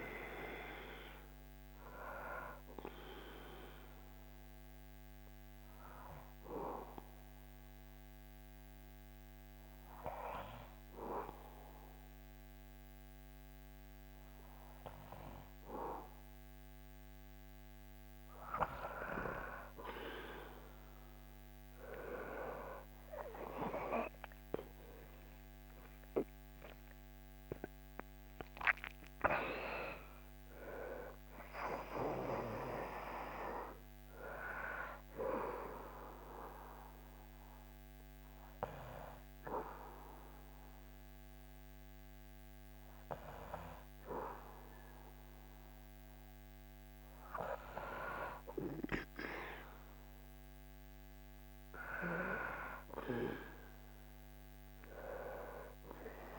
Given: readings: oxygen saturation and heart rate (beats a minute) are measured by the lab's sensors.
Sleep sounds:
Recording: breathing in sleep by a microphone on the trachea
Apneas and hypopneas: 2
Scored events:
3.00-16.50 s: obstructive apnea (oxygen 98% before, 94% lowest, heart rate 76 before, 74 extreme, up 5 after)
19.50-24.00 s: arousal
26.00-47.00 s: oxygen desaturation (device-marked, oxygen 98% before, 94% lowest, heart rate 76 before, 69 extreme)
36.00-46.00 s: hypopnea (oxygen 98% before, 94% lowest, heart rate 79 before, 69 extreme, up 2 after)
49.50-53.00 s: arousal
From the record:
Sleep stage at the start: N2 (light sleep)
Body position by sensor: on the back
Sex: male

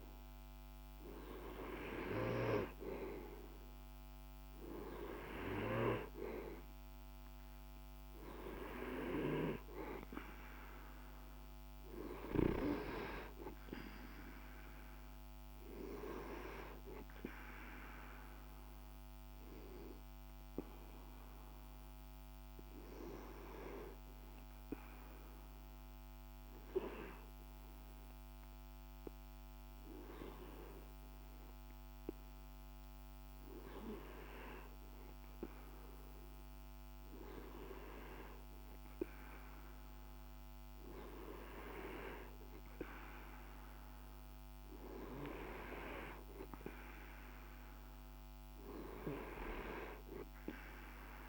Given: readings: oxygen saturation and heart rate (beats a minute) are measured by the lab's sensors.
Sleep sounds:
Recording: breathing in sleep by a microphone on the trachea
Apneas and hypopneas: 1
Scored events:
0.00-19.00 s: oxygen desaturation (device-marked, oxygen 93% lowest, heart rate 50 extreme)
19.50-38.00 s: hypopnea (oxygen 99% before, 95% lowest, heart rate 51 before, 49 extreme, up 1 after)
39.50-43.00 s: arousal
From the record:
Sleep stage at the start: N2 (light sleep)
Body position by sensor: on the right side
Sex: male

